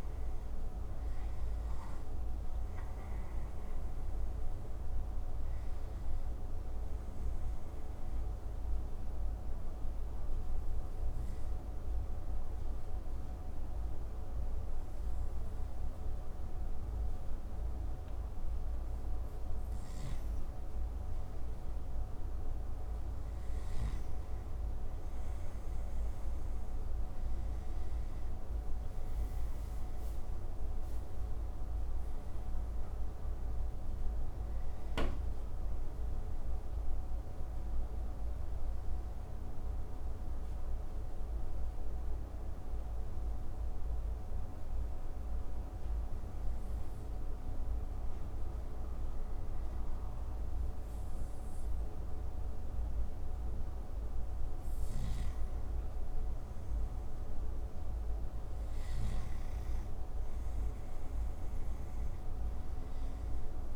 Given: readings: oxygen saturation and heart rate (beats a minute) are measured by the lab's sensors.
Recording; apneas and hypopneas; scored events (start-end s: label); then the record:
breathing in sleep, hard to hear, by a room microphone; 2
0.00-15.50 s: oxygen desaturation (device-marked, oxygen 90% lowest)
6.50-19.50 s: obstructive apnea (oxygen 96% before, 90% lowest)
22.00-24.00 s: arousal
30.50-52.50 s: oxygen desaturation (device-marked, oxygen 95% before, 91% lowest)
39.50-53.50 s: obstructive apnea (oxygen 95% before, 90% lowest)
56.00-59.00 s: arousal
From the record:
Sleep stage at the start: N2 (light sleep); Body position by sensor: on the right side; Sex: male